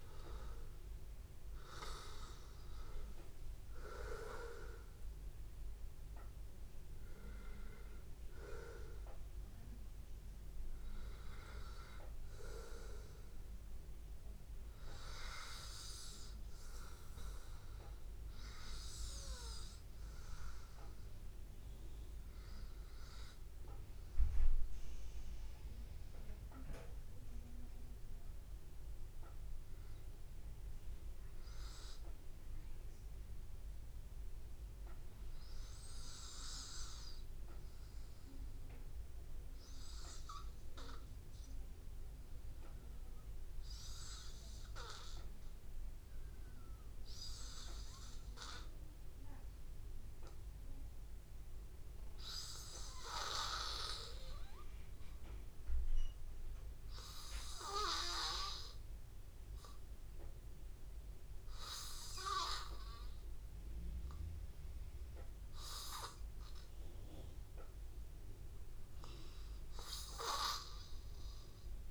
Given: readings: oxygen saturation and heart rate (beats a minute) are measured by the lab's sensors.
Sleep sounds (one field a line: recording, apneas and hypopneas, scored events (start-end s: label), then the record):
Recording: breathing in sleep by a room microphone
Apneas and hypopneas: 1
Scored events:
0.00-23.00 s: oxygen desaturation (device-marked, oxygen 90% lowest, heart rate 79 extreme)
18.50-22.00 s: arousal
24.50-44.50 s: hypopnea (oxygen 98% before, 91% lowest, heart rate 84 before, 77 extreme, up 1 after)
47.50-51.00 s: arousal
69.00-71.91 s: oxygen desaturation (device-marked, oxygen 95% before, 91% lowest, heart rate 78 before, 79 extreme)
From the record:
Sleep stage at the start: N2 (light sleep)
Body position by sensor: on the back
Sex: male